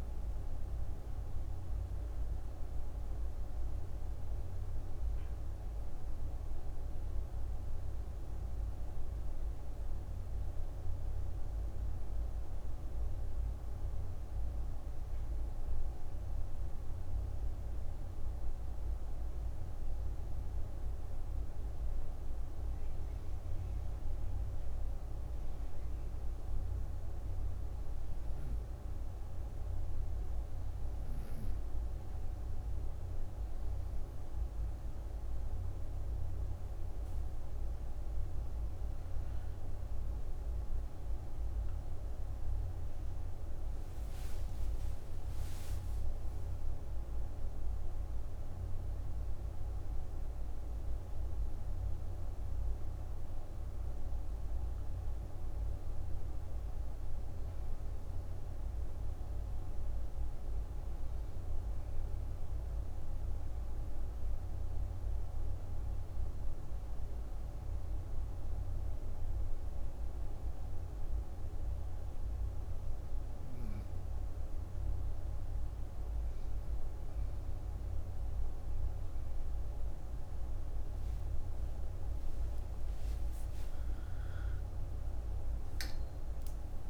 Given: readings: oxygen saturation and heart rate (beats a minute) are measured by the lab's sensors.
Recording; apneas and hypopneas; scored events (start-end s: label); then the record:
breathing in sleep, hard to hear, by a room microphone; 3
0.00-19.00 s: oxygen desaturation (device-marked, oxygen 92% lowest, heart rate 58 extreme)
8.00-18.00 s: obstructive apnea (oxygen 97% before, 92% lowest, heart rate 76 before, 58 extreme, up 5 after)
20.00-23.50 s: arousal
26.50-38.50 s: hypopnea (oxygen 97% before, 91% lowest, heart rate 61 before, 60 extreme, up 50 after)
40.00-44.00 s: arousal
62.50-74.50 s: obstructive apnea (oxygen 95% before, 89% lowest, heart rate 77 before, 59 extreme, up 8 after)
77.50-82.00 s: arousal
83.00-86.90 s: oxygen desaturation (device-marked, oxygen 97% before, 91% lowest)
85.00-86.90 s: new sleep stage, N2 (light sleep)
From the record:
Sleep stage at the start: N1 (lightest sleep); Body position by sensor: on the right side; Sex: female